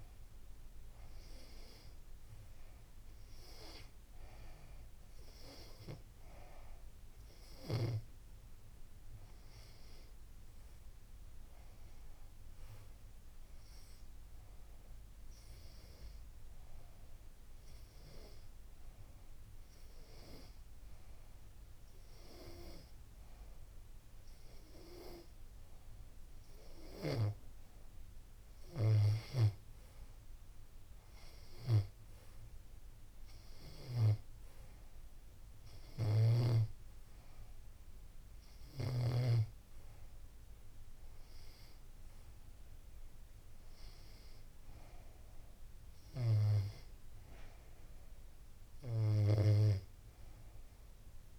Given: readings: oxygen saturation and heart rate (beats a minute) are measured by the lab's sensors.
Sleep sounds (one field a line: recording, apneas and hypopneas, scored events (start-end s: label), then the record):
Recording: breathing in sleep by a room microphone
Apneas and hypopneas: none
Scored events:
35.00-38.50 s: snoring (device-marked)
From the record:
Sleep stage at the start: N2 (light sleep)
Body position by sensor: on the back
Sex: female